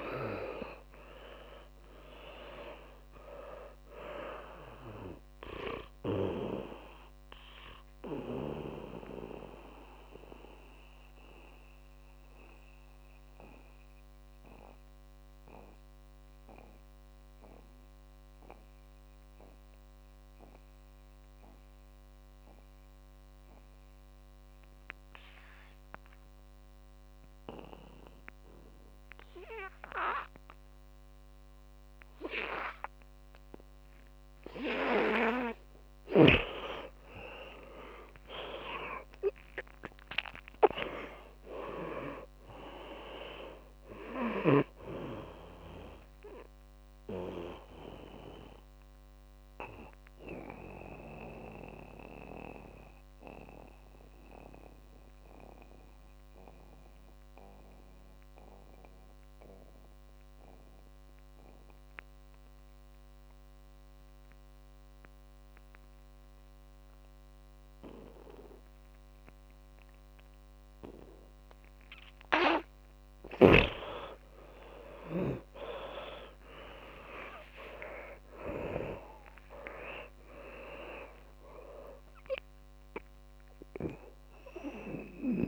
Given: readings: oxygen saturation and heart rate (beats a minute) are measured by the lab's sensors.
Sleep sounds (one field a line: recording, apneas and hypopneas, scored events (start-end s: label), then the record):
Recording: breathing in sleep by a microphone on the trachea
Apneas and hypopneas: 2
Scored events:
0.00-29.50 s: oxygen desaturation (device-marked, oxygen 81% lowest, heart rate 56 extreme)
6.50-34.50 s: mixed apnea (oxygen 100% before, 81% lowest, heart rate 59 before, 56 extreme, up 13 after)
31.50-44.50 s: oxygen desaturation (device-marked, oxygen 100% before, 93% lowest, heart rate 60 before, 56 extreme)
36.50-40.50 s: arousal
47.50-72.00 s: mixed apnea (oxygen 100% before, 83% lowest, heart rate 64 before, 55 extreme)
50.50-68.50 s: oxygen desaturation (device-marked, oxygen 94% before, 84% lowest, heart rate 66 before, 55 extreme)
70.50-85.48 s: oxygen desaturation (device-marked, oxygen 100% before, 92% lowest, heart rate 61 before, 60 extreme)
74.00-79.00 s: arousal
74.50-82.50 s: tachycardia (device-marked, heart rate 66 before, 145 extreme)
From the record:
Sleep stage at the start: N2 (light sleep)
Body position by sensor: on the back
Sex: male